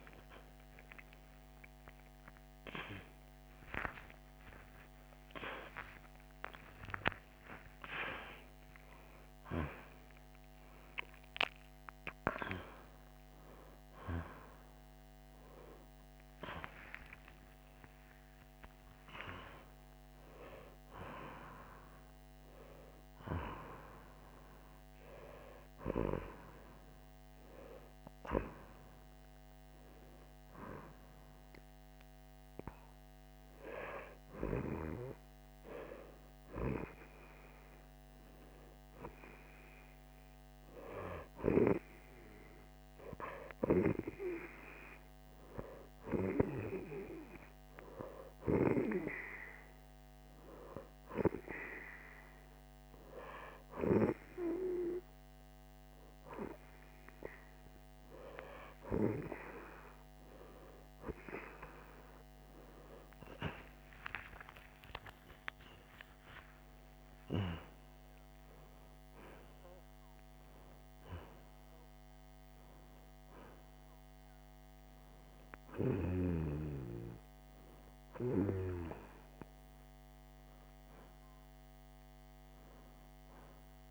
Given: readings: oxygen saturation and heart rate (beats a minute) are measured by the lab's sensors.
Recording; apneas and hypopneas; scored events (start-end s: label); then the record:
breathing in sleep by a microphone on the trachea; 1
1.50-7.50 s: arousal
42.00-53.00 s: oxygen desaturation (device-marked, oxygen 93% before, 90% lowest, heart rate 68 before, 85 extreme)
43.00-56.00 s: hypopnea (oxygen 94% before, 90% lowest, heart rate 69 before, 85 extreme, up 15 after)
61.00-65.50 s: arousal
From the record:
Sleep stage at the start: N2 (light sleep); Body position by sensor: on the right side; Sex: female